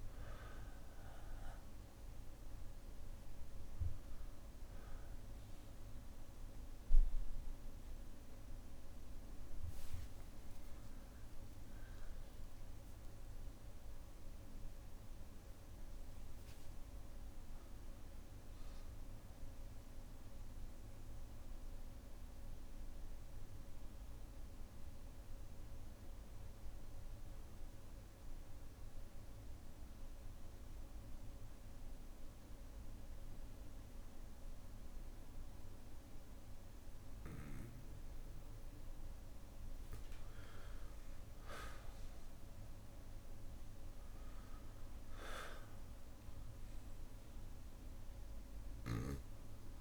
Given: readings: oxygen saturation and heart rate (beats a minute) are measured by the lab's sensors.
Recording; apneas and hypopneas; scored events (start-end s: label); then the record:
breathing in sleep, hard to hear, by a room microphone; 1
0.00-15.00 s: oxygen desaturation (device-marked, oxygen 95% lowest, heart rate 58 extreme)
12.00-14.00 s: long interval between heartbeats (device-marked, heart rate 63 before, 86 extreme)
15.50-18.50 s: arousal
20.50-39.00 s: mixed apnea (oxygen 98% before, 94% lowest, heart rate 69 before, 56 extreme, up 4 after)
21.00-38.00 s: bradycardia (device-marked, heart rate 61 before, 58 extreme)
40.50-44.00 s: arousal
42.00-49.81 s: oxygen desaturation (device-marked, oxygen 99% before, 95% lowest, heart rate 59 before, 56 extreme)
From the record:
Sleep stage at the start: N2 (light sleep); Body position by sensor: on the back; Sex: male